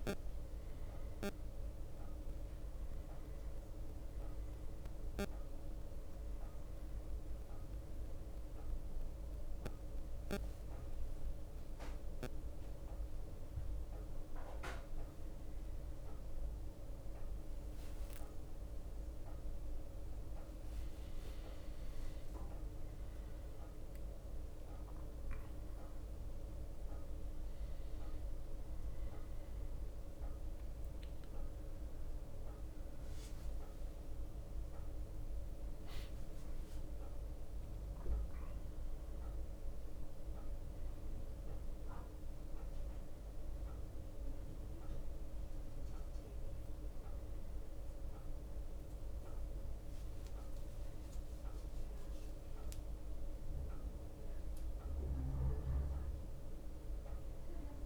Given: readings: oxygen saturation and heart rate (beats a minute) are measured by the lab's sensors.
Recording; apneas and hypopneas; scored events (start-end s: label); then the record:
a person awake in a sleep study, hard to hear, by a room microphone; none
29.50-57.86 s: new sleep stage, N1 (lightest sleep)
From the record:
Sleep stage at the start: awake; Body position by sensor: on the back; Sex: male